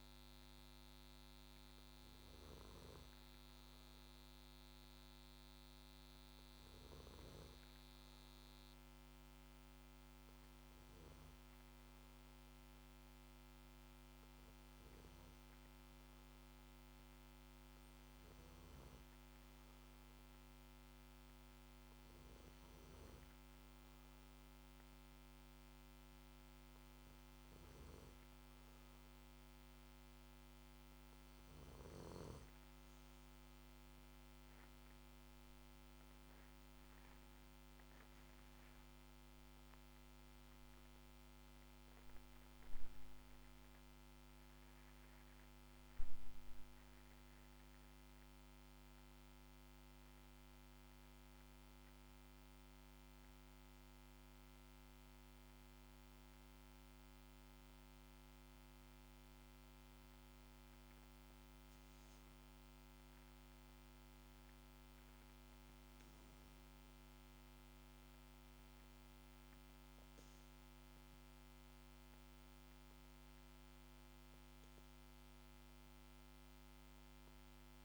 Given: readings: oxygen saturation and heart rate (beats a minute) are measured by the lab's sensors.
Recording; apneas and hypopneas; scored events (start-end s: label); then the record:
breathing in sleep, hard to hear, by a microphone on the trachea; none
36.00-41.00 s: arousal
From the record:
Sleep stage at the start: N2 (light sleep); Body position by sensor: on the back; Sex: male